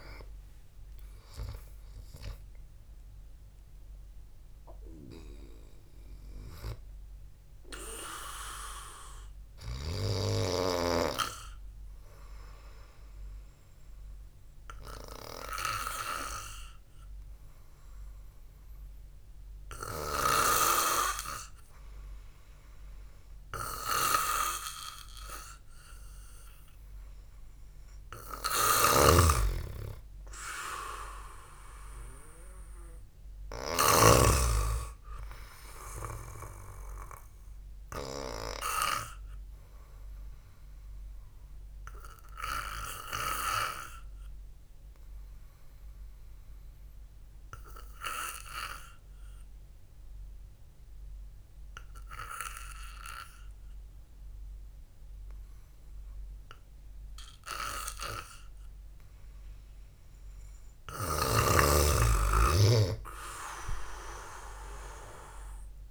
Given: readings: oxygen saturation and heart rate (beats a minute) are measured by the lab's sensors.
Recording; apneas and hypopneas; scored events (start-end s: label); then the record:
a person partly awake in a sleep study, by a room microphone; 2
6.00-14.00 s: oxygen desaturation (device-marked, oxygen 96% before, 93% lowest, heart rate 80 before, 56 extreme)
8.00-65.91 s: new sleep stage, N2 (light sleep)
14.50-27.00 s: hypopnea (oxygen 96% before, 93% lowest, heart rate 91 before, 56 extreme, up 2 after)
29.00-33.00 s: arousal
29.00-34.50 s: snoring (device-marked)
30.00-44.00 s: oxygen desaturation (device-marked, oxygen 98% before, 94% lowest, heart rate 67 before, 54 extreme)
42.50-59.00 s: obstructive apnea (oxygen 98% before, 91% lowest, heart rate 60 before, 52 extreme, up 2 after)
61.50-65.50 s: arousal
From the record:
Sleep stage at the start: awake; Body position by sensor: on the back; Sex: male